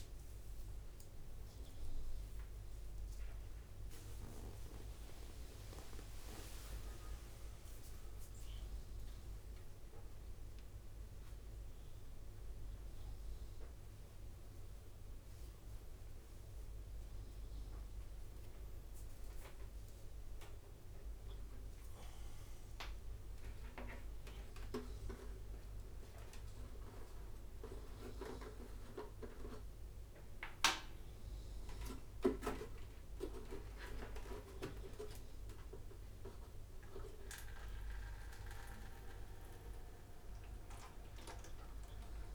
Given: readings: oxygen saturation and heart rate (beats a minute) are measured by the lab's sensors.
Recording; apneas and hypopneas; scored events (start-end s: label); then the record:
a person awake in a sleep study, by a room microphone; none
0.00-5.50 s: tachycardia (device-marked, heart rate 150 extreme)
0.00-11.50 s: drop in pulse transit time (device-marked, heart rate 73 extreme)
2.50-4.50 s: long interval between heartbeats (device-marked, heart rate 95 before, 150 extreme)
7.50-9.50 s: long interval between heartbeats (device-marked, heart rate 113 before, 95 extreme)
40.50-42.35 s: leg movement (device-marked)
From the record:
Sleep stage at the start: awake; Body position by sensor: upright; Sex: male